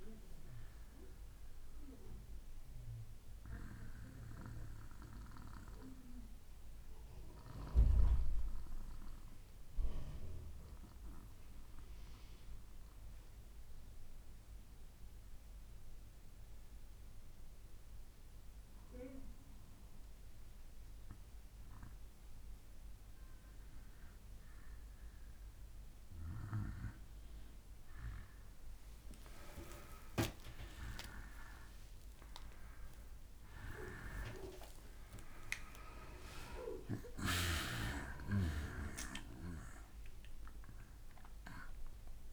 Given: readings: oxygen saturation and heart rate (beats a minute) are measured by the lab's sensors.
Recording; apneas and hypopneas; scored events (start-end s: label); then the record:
breathing in sleep by a room microphone; 1
0.00-2.50 s: oxygen desaturation (device-marked, oxygen 87% lowest, heart rate 59 extreme)
2.00-20.00 s: obstructive apnea (oxygen 96% before, 88% lowest, heart rate 63 before, 59 extreme, up 4 after)
5.50-7.50 s: bradycardia (device-marked, heart rate 65 before, 60 extreme)
25.50-31.00 s: arousal
25.50-42.32 s: oxygen desaturation (device-marked, oxygen 96% before, 88% lowest, heart rate 61 before, 61 extreme)
From the record:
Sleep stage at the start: N2 (light sleep); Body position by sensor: on the back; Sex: male